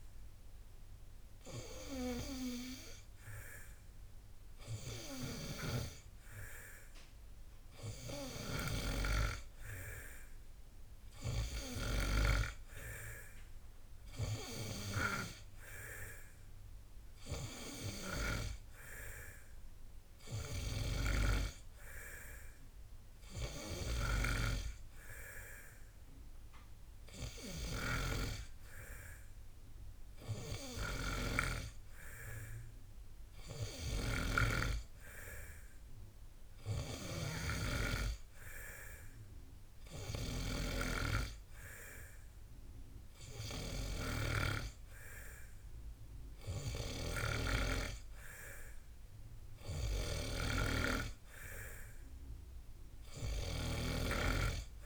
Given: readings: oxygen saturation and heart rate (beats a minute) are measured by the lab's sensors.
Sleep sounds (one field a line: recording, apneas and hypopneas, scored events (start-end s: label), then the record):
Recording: breathing in sleep by a room microphone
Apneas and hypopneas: none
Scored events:
none scored
From the record:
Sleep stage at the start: N2 (light sleep)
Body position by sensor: on the back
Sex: male